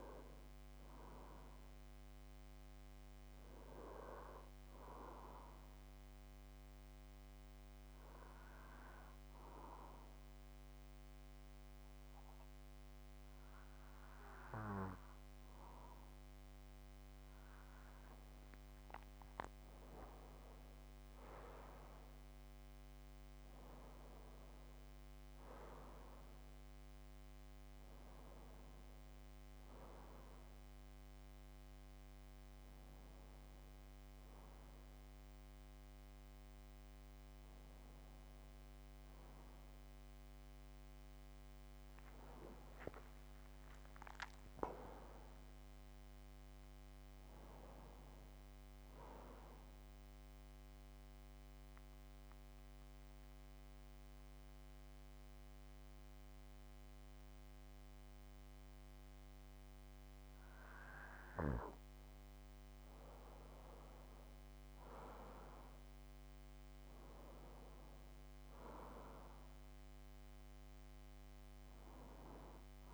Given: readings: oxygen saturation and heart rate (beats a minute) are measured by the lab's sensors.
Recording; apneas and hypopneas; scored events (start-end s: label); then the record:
breathing in sleep by a microphone on the trachea; 2
7.00-17.50 s: obstructive apnea (oxygen 96% before, 89% lowest)
18.00-21.50 s: arousal
28.00-45.00 s: oxygen desaturation (device-marked, oxygen 95% before, 91% lowest)
43.00-47.50 s: arousal
49.50-60.50 s: central apnea (oxygen 96% before, 89% lowest)
63.00-67.00 s: arousal
71.00-72.94 s: oxygen desaturation (device-marked, oxygen 96% before, 89% lowest)
From the record:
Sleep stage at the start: N2 (light sleep); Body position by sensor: on the back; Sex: male